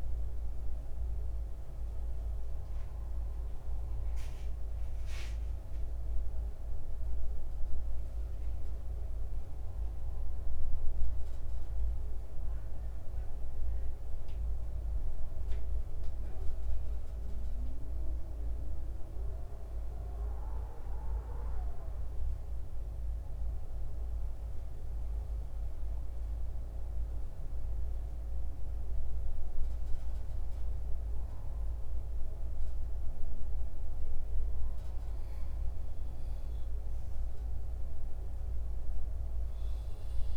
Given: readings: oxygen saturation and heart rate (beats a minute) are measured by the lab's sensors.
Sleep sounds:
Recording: breathing in sleep, hard to hear, by a room microphone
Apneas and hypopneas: 1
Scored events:
0.00-7.00 s: oxygen desaturation (device-marked, oxygen 84% lowest, heart rate 68 extreme)
1.50-30.50 s: hypopnea (oxygen 94% before, 85% lowest, heart rate 79 before, 67 extreme, up 3 after)
22.00-40.37 s: oxygen desaturation (device-marked, oxygen 95% before, 85% lowest, heart rate 70 before, 67 extreme)
34.00-38.00 s: arousal
From the record:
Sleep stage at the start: N2 (light sleep)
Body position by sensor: on the back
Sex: male

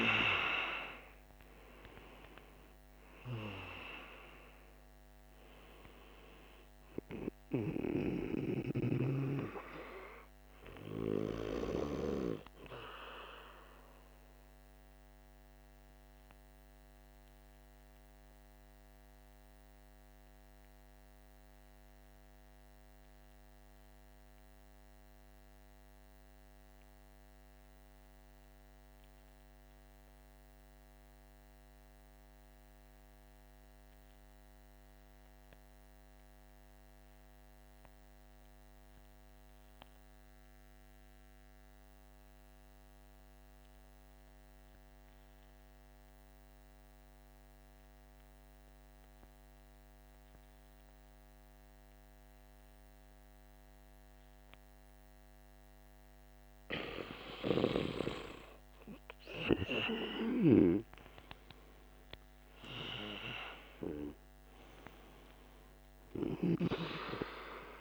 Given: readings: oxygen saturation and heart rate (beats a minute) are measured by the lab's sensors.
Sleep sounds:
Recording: breathing in sleep by a microphone on the trachea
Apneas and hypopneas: 1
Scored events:
0.00-3.00 s: oxygen desaturation (device-marked, oxygen 74% lowest, heart rate 50 extreme)
10.00-27.00 s: oxygen desaturation (device-marked, oxygen 78% before, 69% lowest, heart rate 69 before, 49 extreme)
15.00-55.00 s: obstructive apnea (oxygen 82% before, 69% lowest, heart rate 70 before, 49 extreme, up 13 after)
25.00-67.81 s: new sleep stage, N2 (light sleep)
40.00-67.81 s: oxygen desaturation (device-marked, oxygen 99% before, 73% lowest, heart rate 50 before, 49 extreme)
60.50-65.00 s: arousal
From the record:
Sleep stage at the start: N1 (lightest sleep)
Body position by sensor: on the back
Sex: male

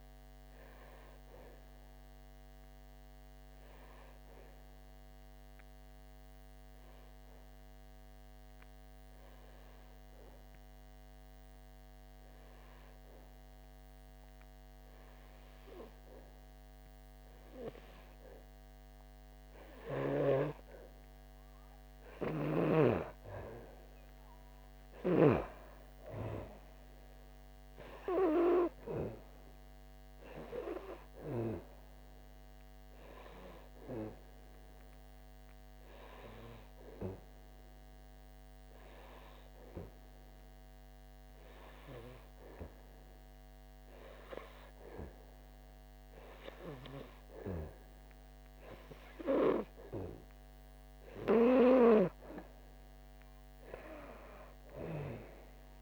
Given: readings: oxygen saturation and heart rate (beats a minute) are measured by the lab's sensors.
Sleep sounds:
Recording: breathing in sleep by a microphone on the trachea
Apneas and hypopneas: 2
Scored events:
2.00-22.50 s: hypopnea (oxygen 96% before, 92% lowest, heart rate 68 before, 60 extreme, up 8 after)
24.50-27.50 s: arousal
31.00-52.00 s: oxygen desaturation (device-marked, oxygen 98% before, 92% lowest, heart rate 66 before, 61 extreme)
36.50-47.50 s: obstructive apnea (oxygen 98% before, 92% lowest, heart rate 68 before, 61 extreme, up 5 after)
54.00-55.81 s: arousal
From the record:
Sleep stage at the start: N2 (light sleep)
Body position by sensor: on the back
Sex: female

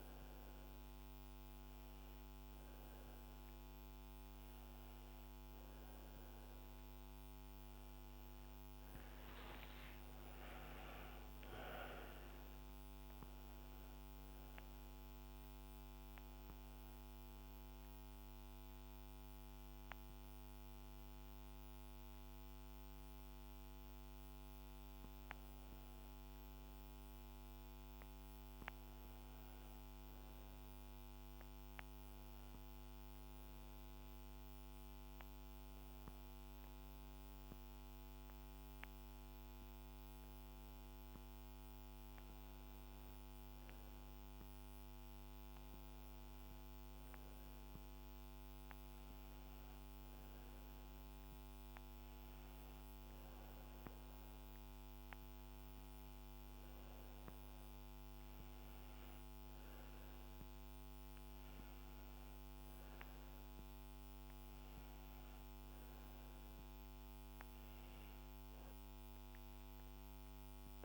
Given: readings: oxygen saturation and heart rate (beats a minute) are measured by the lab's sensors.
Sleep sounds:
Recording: breathing in sleep, hard to hear, by a microphone on the trachea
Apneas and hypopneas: none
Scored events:
8.50-13.00 s: arousal
From the record:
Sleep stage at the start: N1 (lightest sleep)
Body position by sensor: on the back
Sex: female

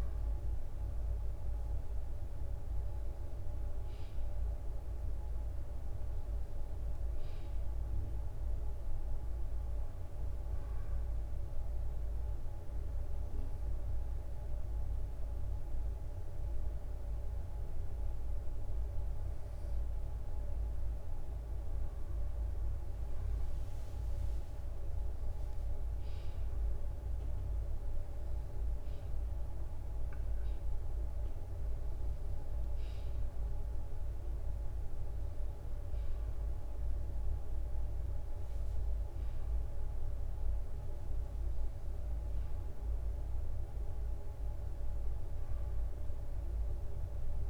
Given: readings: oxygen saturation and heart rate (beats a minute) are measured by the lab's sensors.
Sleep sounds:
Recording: breathing in sleep, hard to hear, by a room microphone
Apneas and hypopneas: 1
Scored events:
5.50-8.50 s: arousal
11.50-21.50 s: hypopnea (oxygen 94% before, 92% lowest, heart rate 65 before, 63 extreme, up 6 after)
26.00-30.50 s: arousal
27.00-47.50 s: new sleep stage, N1 (lightest sleep)
From the record:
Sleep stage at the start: N2 (light sleep)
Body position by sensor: on the right side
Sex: male

